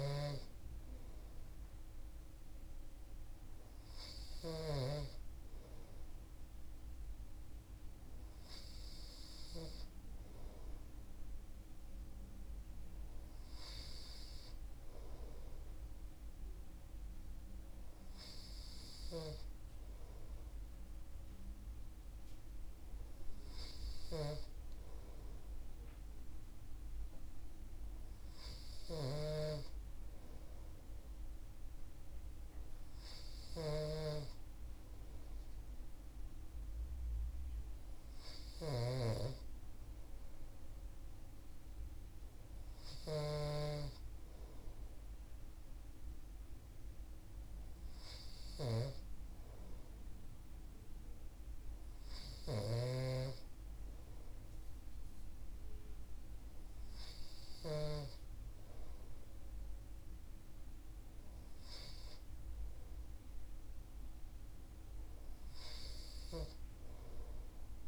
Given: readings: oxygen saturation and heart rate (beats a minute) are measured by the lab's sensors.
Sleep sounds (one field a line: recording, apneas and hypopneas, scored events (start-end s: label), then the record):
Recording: breathing in sleep by a room microphone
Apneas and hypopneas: none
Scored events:
0.00-4.50 s: snoring (device-marked)
18.50-52.50 s: snoring (device-marked)
From the record:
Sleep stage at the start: N2 (light sleep)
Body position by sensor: on the right side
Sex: male